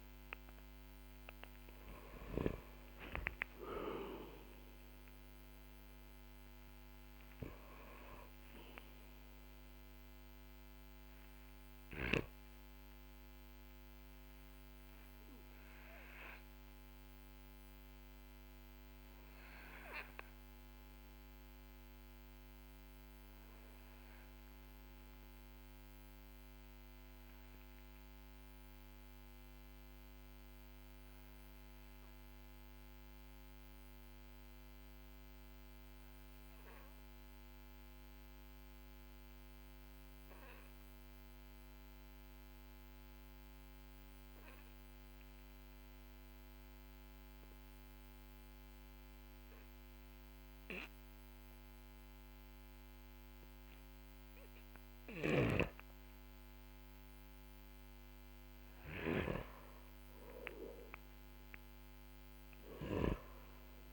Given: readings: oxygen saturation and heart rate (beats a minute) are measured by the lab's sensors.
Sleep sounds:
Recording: breathing in sleep by a microphone on the trachea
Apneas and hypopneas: 1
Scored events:
7.00-40.00 s: oxygen desaturation (device-marked, oxygen 97% before, 92% lowest, heart rate 56 before, 43 extreme)
14.00-57.50 s: obstructive apnea (oxygen 99% before, 92% lowest, heart rate 54 before, 43 extreme, up 7 after)
54.00-63.93 s: oxygen desaturation (device-marked, oxygen 99% before, 92% lowest, heart rate 50 before, 45 extreme)
58.50-63.50 s: arousal
From the record:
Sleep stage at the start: N2 (light sleep)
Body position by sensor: on the back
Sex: male

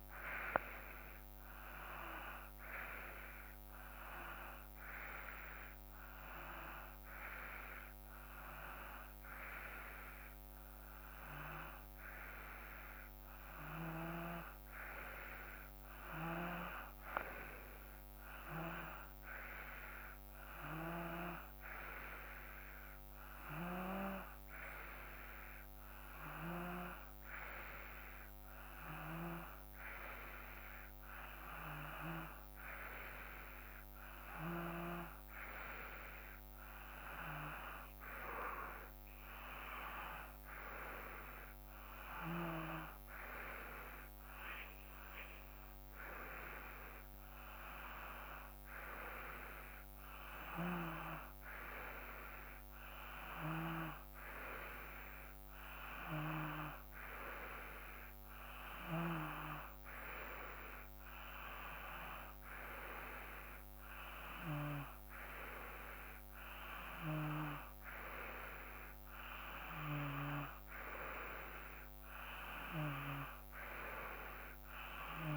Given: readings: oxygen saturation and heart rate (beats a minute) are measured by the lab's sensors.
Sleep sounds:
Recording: breathing in sleep by a microphone on the trachea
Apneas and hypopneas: none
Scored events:
0.00-8.00 s: oxygen desaturation (device-marked, oxygen 91% lowest, heart rate 56 extreme)
From the record:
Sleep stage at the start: N2 (light sleep)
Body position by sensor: on the back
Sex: male

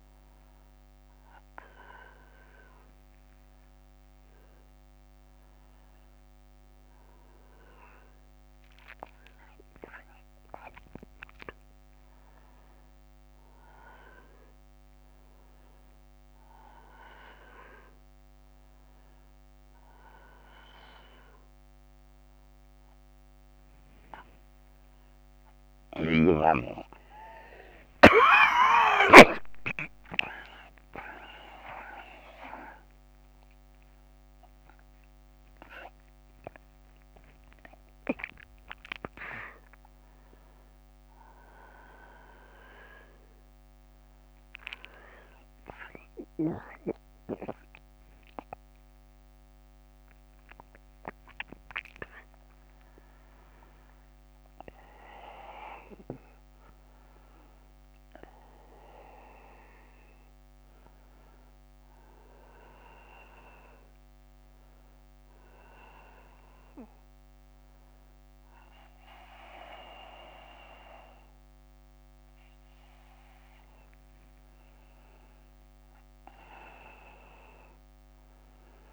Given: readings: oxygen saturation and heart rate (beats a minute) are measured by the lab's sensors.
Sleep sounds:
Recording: a person awake in a sleep study, by a microphone on the trachea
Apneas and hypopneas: none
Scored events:
none scored
From the record:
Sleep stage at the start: awake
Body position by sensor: on the back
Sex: male

